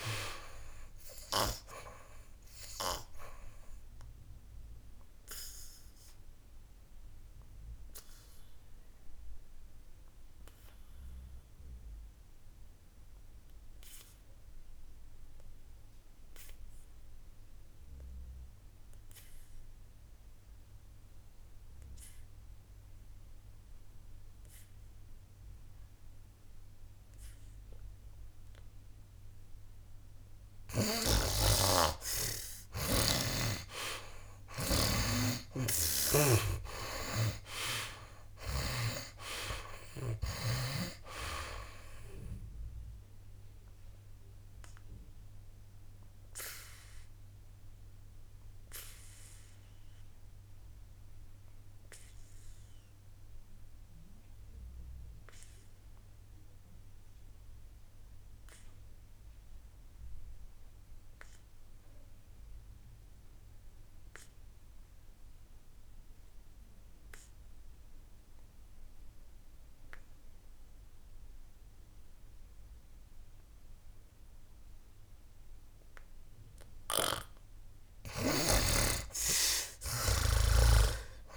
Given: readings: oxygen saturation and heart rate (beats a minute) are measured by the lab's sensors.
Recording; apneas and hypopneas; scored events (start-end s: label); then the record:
breathing in sleep by a room microphone; 2
0.00-1.00 s: arousal
0.00-25.50 s: oxygen desaturation (device-marked, oxygen 68% lowest, heart rate 58 extreme)
4.00-30.50 s: obstructive apnea (oxygen 97% before, 68% lowest, heart rate 66 before, 58 extreme, up 14 after)
27.50-64.50 s: oxygen desaturation (device-marked, oxygen 96% before, 69% lowest, heart rate 62 before, 57 extreme)
31.00-39.00 s: snoring (device-marked)
35.50-40.50 s: arousal
43.00-77.00 s: obstructive apnea (oxygen 96% before, 69% lowest, heart rate 67 before, 57 extreme, up 17 after)
69.50-81.37 s: oxygen desaturation (device-marked, oxygen 98% before, 70% lowest, heart rate 59 before, 58 extreme)
77.00-81.37 s: snoring (device-marked)
From the record:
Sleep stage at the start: N2 (light sleep); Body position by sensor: on the back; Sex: male